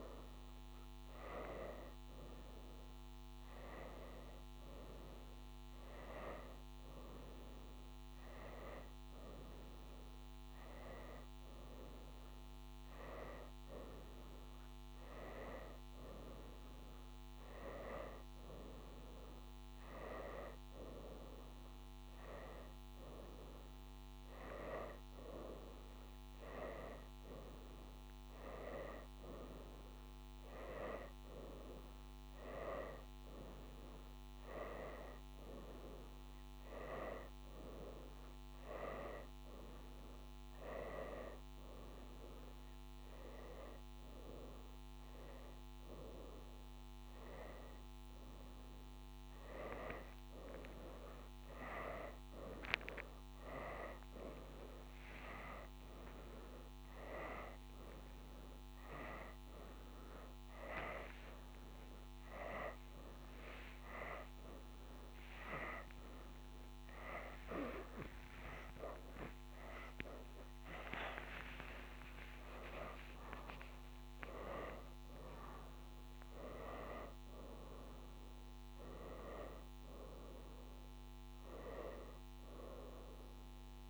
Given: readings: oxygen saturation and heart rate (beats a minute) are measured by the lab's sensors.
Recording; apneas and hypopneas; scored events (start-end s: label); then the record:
a person awake in a sleep study, by a microphone on the trachea; none
9.00-16.00 s: oxygen desaturation (device-marked, oxygen 98% before, 94% lowest, heart rate 97 before, 97 extreme)
70.00-76.00 s: tachycardia (device-marked, heart rate 99 before, 101 extreme)
From the record:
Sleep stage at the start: awake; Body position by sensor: on the right side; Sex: female